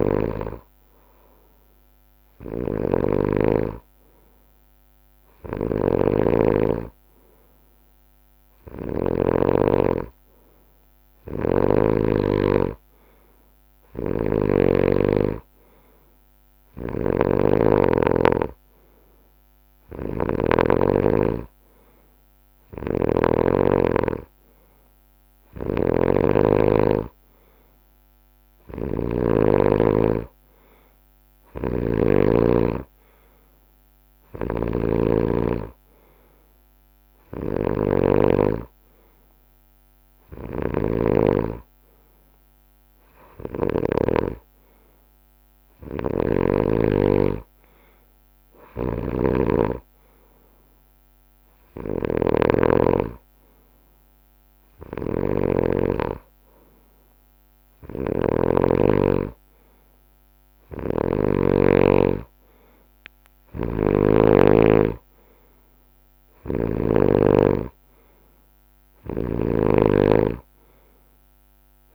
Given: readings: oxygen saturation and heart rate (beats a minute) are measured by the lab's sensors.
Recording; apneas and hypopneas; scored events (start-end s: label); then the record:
breathing in sleep by a microphone on the trachea; none
0.00-9.50 s: snoring (device-marked)
10.50-18.50 s: drop in pulse transit time (device-marked, heart rate 68 before, 69 extreme)
16.50-20.50 s: snoring (device-marked)
22.50-44.00 s: snoring (device-marked)
26.50-37.50 s: drop in pulse transit time (device-marked, heart rate 71 before, 67 extreme)
32.50-34.50 s: long interval between heartbeats (device-marked, heart rate 71 before, 74 extreme)
48.50-58.50 s: snoring (device-marked)
60.50-67.00 s: snoring (device-marked)
69.00-71.94 s: snoring (device-marked)
From the record:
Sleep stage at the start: N2 (light sleep); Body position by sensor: on the right side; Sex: male